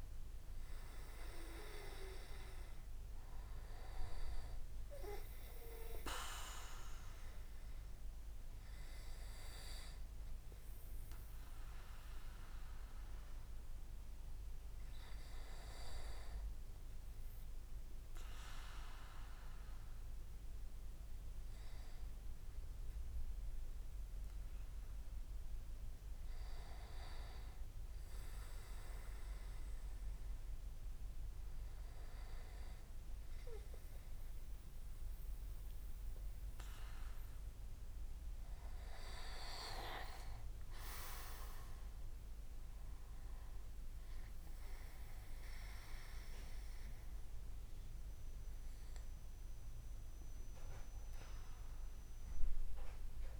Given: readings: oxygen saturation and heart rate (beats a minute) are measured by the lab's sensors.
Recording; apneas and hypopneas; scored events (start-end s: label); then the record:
breathing in sleep by a room microphone; 1
10.00-26.50 s: hypopnea (oxygen 97% before, 95% lowest)
36.00-53.40 s: tachycardia (device-marked)
38.50-42.50 s: arousal
From the record:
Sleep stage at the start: N2 (light sleep); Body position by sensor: on the back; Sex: male